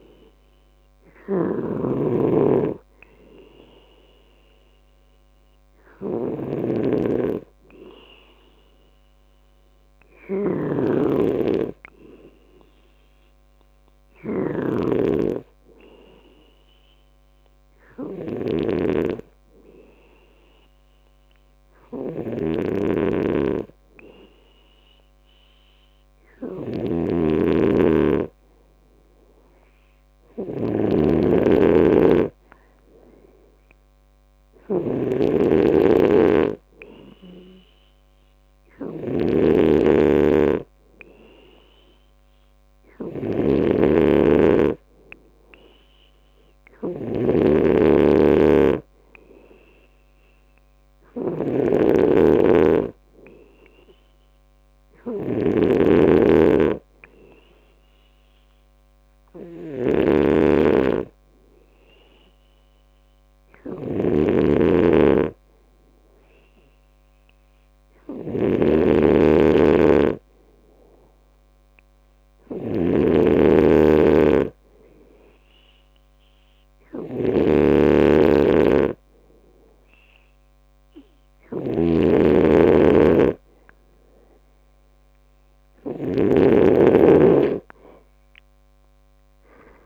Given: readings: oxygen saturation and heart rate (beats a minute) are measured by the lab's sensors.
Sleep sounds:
breathing in sleep by a microphone on the trachea; 1
1.50-86.50 s: snoring (device-marked)
30.00-85.50 s: hypopnea (oxygen 97% before, 92% lowest, heart rate 67 before, 65 extreme, up 7 after)
58.50-60.50 s: long interval between heartbeats (device-marked, heart rate 67 before, 73 extreme)
88.50-89.86 s: arousal
From the record:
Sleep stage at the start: N2 (light sleep); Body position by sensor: on the left side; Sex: male

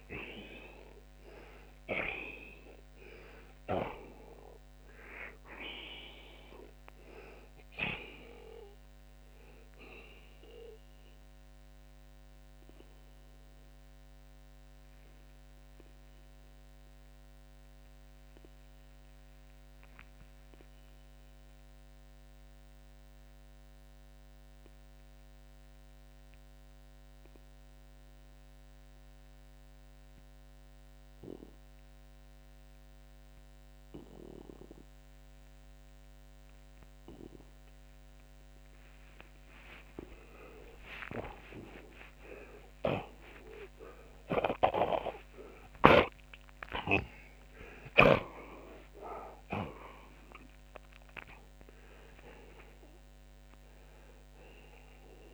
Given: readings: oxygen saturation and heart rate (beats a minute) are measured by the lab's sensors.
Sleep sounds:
breathing in sleep by a microphone on the trachea; 1
0.00-1.50 s: arousal
10.50-38.50 s: obstructive apnea (oxygen 91% before, 81% lowest, heart rate 48 before, 31 extreme, up 9 after)
18.50-39.50 s: oxygen desaturation (device-marked, oxygen 91% before, 81% lowest, heart rate 43 before, 31 extreme)
40.50-47.50 s: snoring (device-marked)
41.50-46.50 s: arousal
From the record:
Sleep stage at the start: N2 (light sleep); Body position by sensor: on the left side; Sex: male

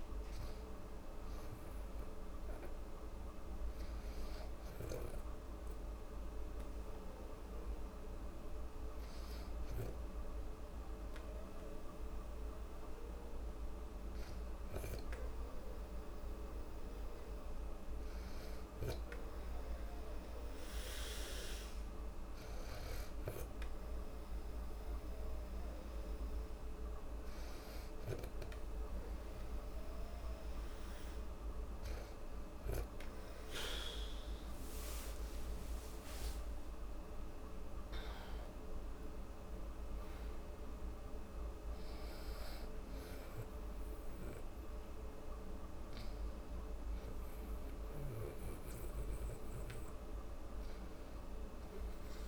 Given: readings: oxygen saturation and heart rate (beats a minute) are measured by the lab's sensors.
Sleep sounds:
breathing in sleep, hard to hear, by a room microphone; 1
4.00-11.00 s: oxygen desaturation (device-marked, oxygen 97% before, 93% lowest, heart rate 70 before, 70 extreme)
19.00-30.50 s: hypopnea (oxygen 97% before, 93% lowest, heart rate 72 before, 68 extreme, up 8 after)
34.00-37.00 s: arousal
From the record:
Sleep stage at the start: N2 (light sleep); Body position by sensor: on the back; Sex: female

